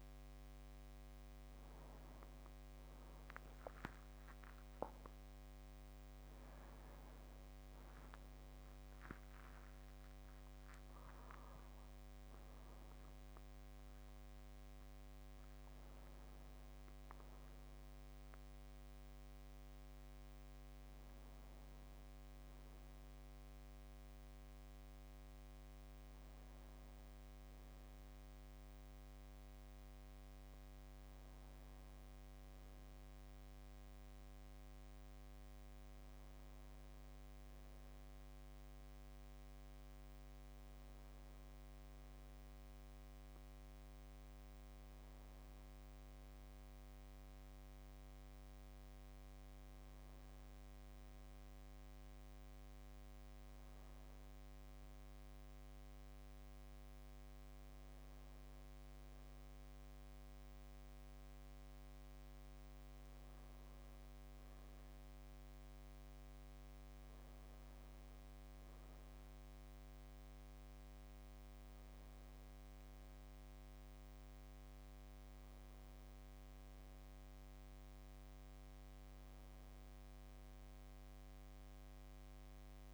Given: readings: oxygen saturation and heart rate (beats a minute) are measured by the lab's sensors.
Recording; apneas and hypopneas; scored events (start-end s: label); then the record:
breathing in sleep, hard to hear, by a microphone on the trachea; none
none scored
From the record:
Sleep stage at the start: N2 (light sleep); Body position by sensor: on the back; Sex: male